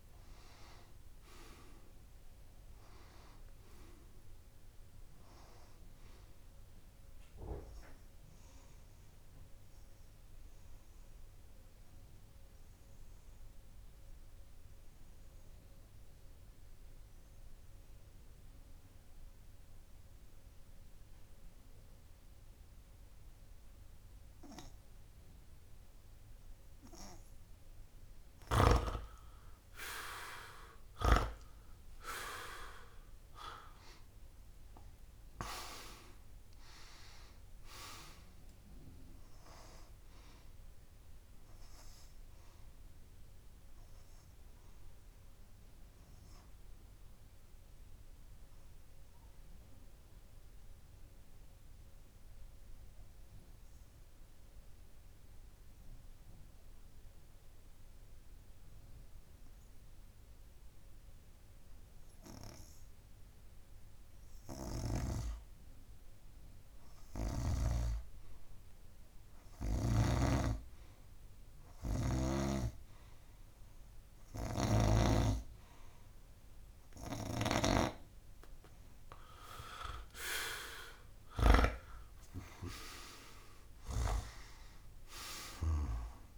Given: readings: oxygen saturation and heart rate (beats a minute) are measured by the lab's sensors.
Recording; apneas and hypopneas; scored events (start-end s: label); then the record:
breathing in sleep by a room microphone; 2
0.00-3.00 s: oxygen desaturation (device-marked, oxygen 93% lowest)
2.50-4.50 s: long interval between heartbeats (device-marked)
8.00-27.50 s: obstructive apnea (oxygen 98% before, 92% lowest)
29.50-34.00 s: arousal
41.50-65.00 s: obstructive apnea (oxygen 100% before, 92% lowest)
55.00-63.00 s: oxygen desaturation (device-marked, oxygen 98% before, 95% lowest)
66.50-68.50 s: long interval between heartbeats (device-marked)
67.00-70.00 s: arousal
77.50-82.00 s: snoring (device-marked)
From the record:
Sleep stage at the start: N2 (light sleep); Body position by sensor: on the back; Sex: male